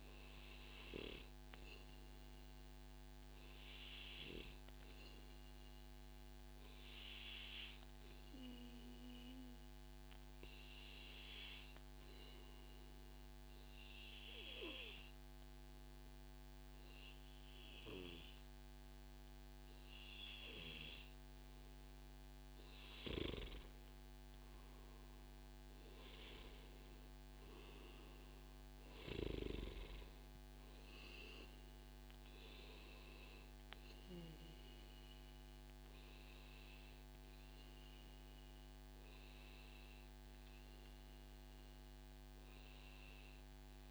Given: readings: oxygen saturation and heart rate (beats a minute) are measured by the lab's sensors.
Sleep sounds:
breathing in sleep by a microphone on the trachea; 1
0.00-1.50 s: arousal
5.00-20.00 s: obstructive apnea (oxygen 98% before, 94% lowest, heart rate 139 before, 105 extreme, up 1 after)
22.50-26.50 s: arousal
From the record:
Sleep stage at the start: N2 (light sleep); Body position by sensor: on the back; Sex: male

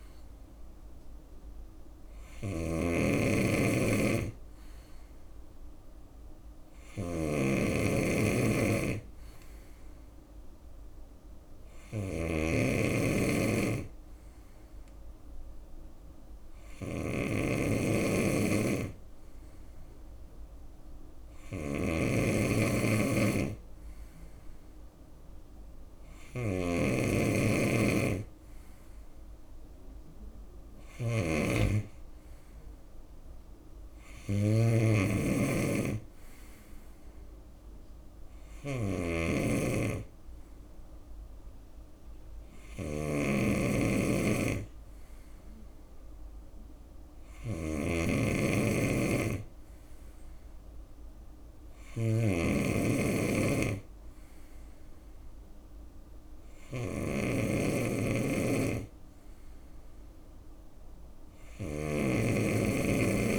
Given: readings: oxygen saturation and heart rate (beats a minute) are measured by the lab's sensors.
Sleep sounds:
breathing in sleep by a room microphone; none
0.00-63.39 s: snoring (device-marked)
From the record:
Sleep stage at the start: N2 (light sleep); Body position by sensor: on the right side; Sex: male

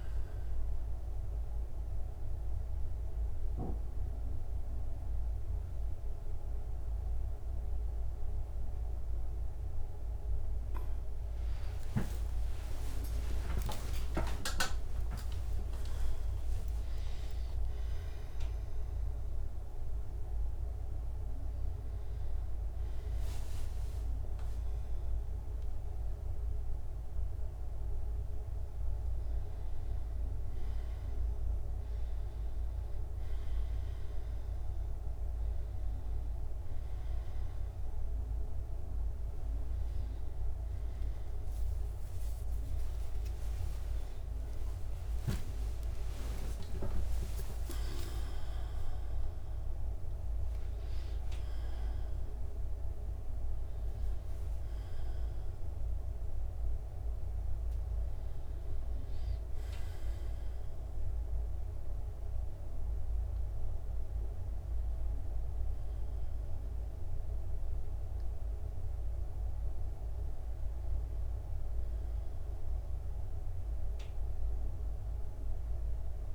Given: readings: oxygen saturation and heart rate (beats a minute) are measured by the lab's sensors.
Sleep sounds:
a person awake in a sleep study, hard to hear, by a room microphone; none
11.50-13.50 s: long interval between heartbeats (device-marked, heart rate 68 before, 75 extreme)
15.00-17.00 s: long interval between heartbeats (device-marked, heart rate 71 before, 128 extreme)
17.00-47.00 s: new sleep stage, N1 (lightest sleep)
17.50-19.50 s: long interval between heartbeats (device-marked, heart rate 78 before, 159 extreme)
47.00-49.00 s: long interval between heartbeats (device-marked, heart rate 75 before, 134 extreme)
47.00-76.35 s: new sleep stage, awake
49.00-51.00 s: long interval between heartbeats (device-marked, heart rate 83 before, 149 extreme)
51.00-53.00 s: long interval between heartbeats (device-marked, heart rate 90 before, 150 extreme)
53.00-55.00 s: long interval between heartbeats (device-marked, heart rate 98 before, 87 extreme)
From the record:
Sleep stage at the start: awake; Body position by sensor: on the back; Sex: male

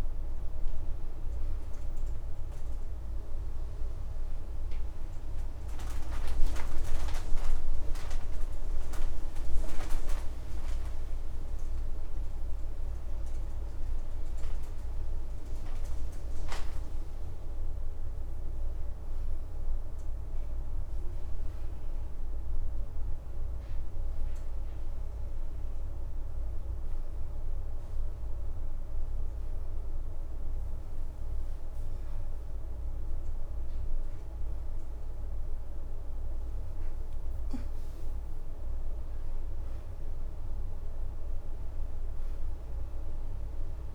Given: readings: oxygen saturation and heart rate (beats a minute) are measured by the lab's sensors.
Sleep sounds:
breathing in sleep by a room microphone; none
7.50-37.50 s: new sleep stage, N1 (lightest sleep)
29.50-33.50 s: leg movement (device-marked)
37.50-43.95 s: new sleep stage, N2 (light sleep)
From the record:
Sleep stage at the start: N2 (light sleep); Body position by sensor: on the back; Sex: female

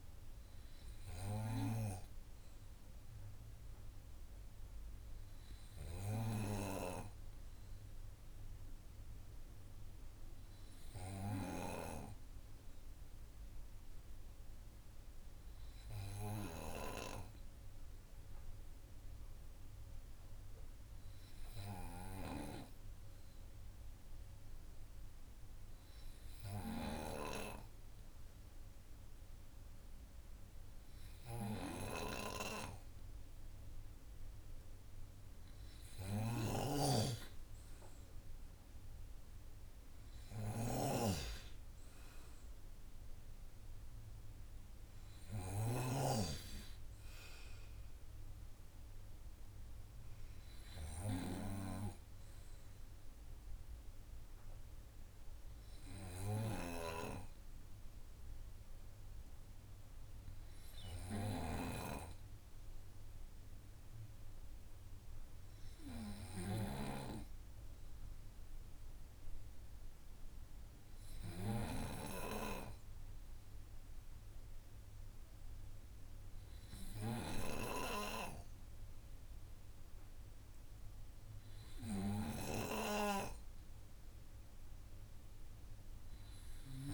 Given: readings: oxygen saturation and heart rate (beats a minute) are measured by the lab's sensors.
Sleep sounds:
breathing in sleep by a room microphone; 1
15.50-33.50 s: hypopnea (oxygen 98% before, 96% lowest, heart rate 71 before, 71 extreme)
35.50-39.00 s: arousal
36.50-46.50 s: snoring (device-marked)
From the record:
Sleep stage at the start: N2 (light sleep); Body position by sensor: on the right side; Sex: male

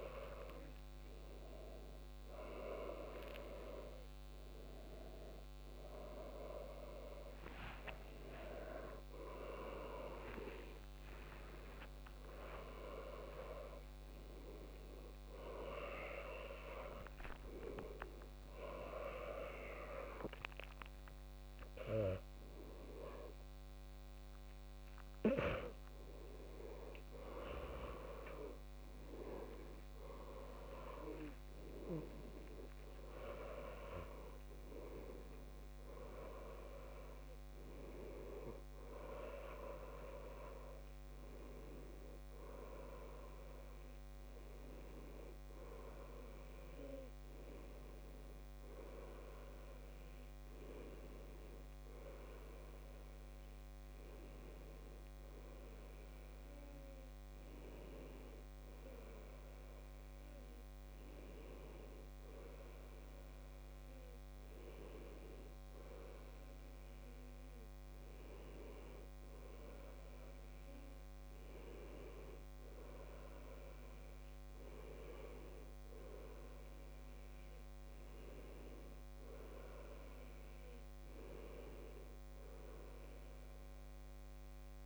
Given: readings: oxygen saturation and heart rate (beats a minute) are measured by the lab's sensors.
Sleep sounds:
a person awake in a sleep study, by a microphone on the trachea; none
16.00-22.00 s: tachycardia (device-marked, heart rate 84 before, 103 extreme)
24.00-33.00 s: tachycardia (device-marked, heart rate 85 before, 113 extreme)
43.00-47.00 s: tachycardia (device-marked, heart rate 86 before, 101 extreme)
61.00-67.00 s: tachycardia (device-marked, heart rate 86 before, 105 extreme)
From the record:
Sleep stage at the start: awake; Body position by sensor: upright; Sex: male

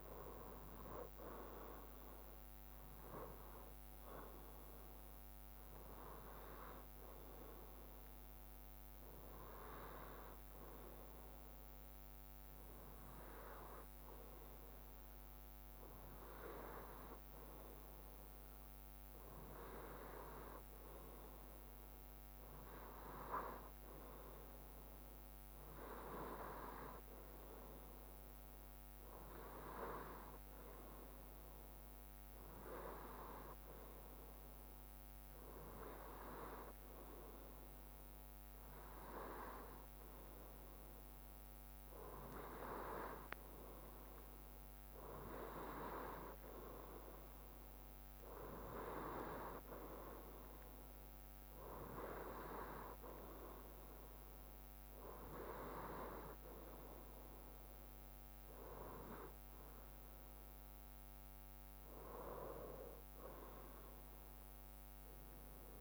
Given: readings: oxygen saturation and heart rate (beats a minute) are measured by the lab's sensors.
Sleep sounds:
breathing in sleep by a microphone on the trachea; 1
3.50-18.00 s: hypopnea (oxygen 95% before, 93% lowest, heart rate 64 before, 62 extreme, up 2 after)
25.00-28.50 s: arousal
61.00-65.00 s: arousal
From the record:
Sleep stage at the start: N2 (light sleep); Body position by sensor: on the right side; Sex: male

